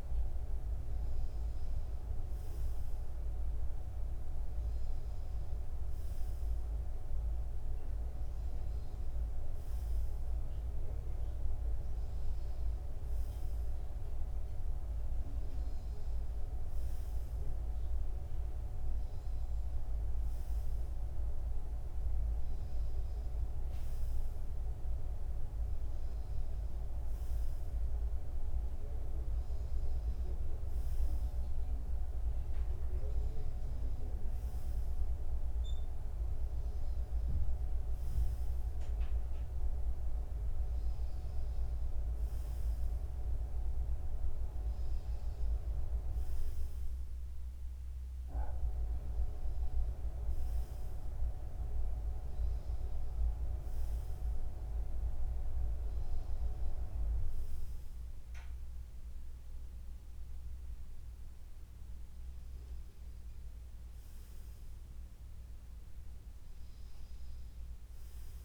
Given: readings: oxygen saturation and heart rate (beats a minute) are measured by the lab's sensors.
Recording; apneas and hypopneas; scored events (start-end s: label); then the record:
breathing in sleep by a room microphone; none
66.50-68.45 s: new sleep stage, N2 (light sleep)
From the record:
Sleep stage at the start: N3 (deep sleep); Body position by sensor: on the front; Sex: male